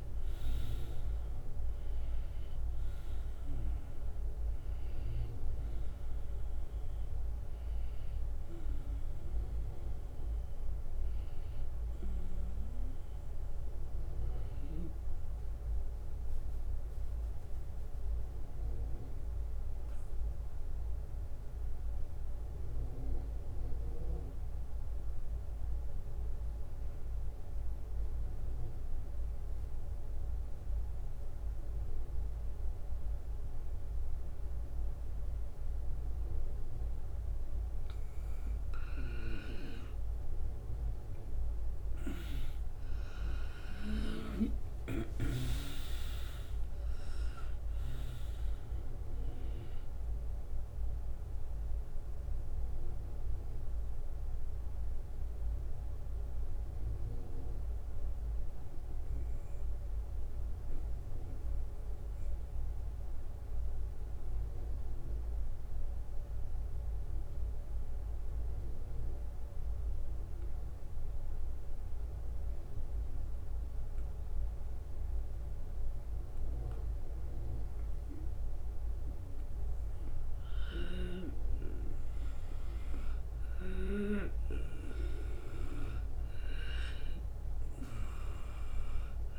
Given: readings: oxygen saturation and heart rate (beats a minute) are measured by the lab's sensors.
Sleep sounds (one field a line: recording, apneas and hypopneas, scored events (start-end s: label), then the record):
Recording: breathing in sleep by a room microphone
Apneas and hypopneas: 2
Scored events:
0.00-8.00 s: drop in pulse transit time (device-marked, heart rate 76 extreme)
0.00-8.00 s: oxygen desaturation (device-marked, oxygen 91% lowest, heart rate 76 extreme)
16.00-36.00 s: obstructive apnea (oxygen 95% before, 89% lowest, heart rate 80 before, 77 extreme, up 4 after)
36.00-72.00 s: oxygen desaturation (device-marked, oxygen 97% before, 89% lowest, heart rate 78 before, 77 extreme)
40.50-46.00 s: arousal
45.00-59.00 s: drop in pulse transit time (device-marked, heart rate 79 before, 77 extreme)
51.00-80.00 s: mixed apnea (oxygen 98% before, 89% lowest, heart rate 81 before, 77 extreme)
83.00-87.50 s: arousal
From the record:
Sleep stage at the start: N2 (light sleep)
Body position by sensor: on the right side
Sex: male